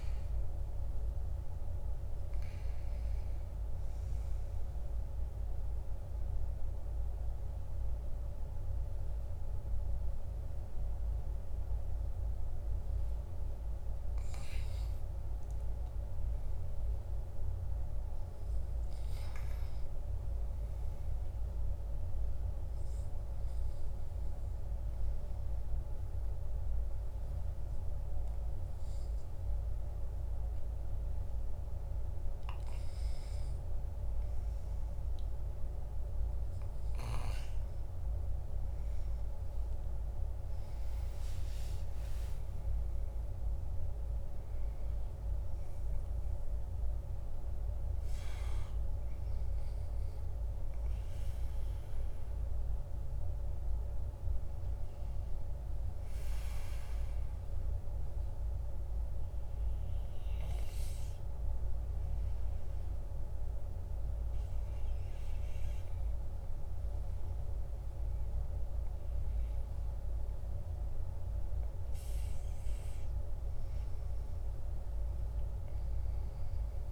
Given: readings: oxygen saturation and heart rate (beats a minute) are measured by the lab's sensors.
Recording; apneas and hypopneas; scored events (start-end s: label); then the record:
breathing in sleep, hard to hear, by a room microphone; 2
3.00-14.00 s: mixed apnea (oxygen 97% before, 95% lowest, heart rate 60 before, 51 extreme, up 6 after)
15.50-18.00 s: arousal
37.50-41.50 s: arousal
62.00-72.50 s: obstructive apnea (oxygen 98% before, 95% lowest, heart rate 61 before, 55 extreme, up 6 after)
74.00-76.92 s: arousal
From the record:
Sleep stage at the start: REM sleep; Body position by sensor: on the back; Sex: male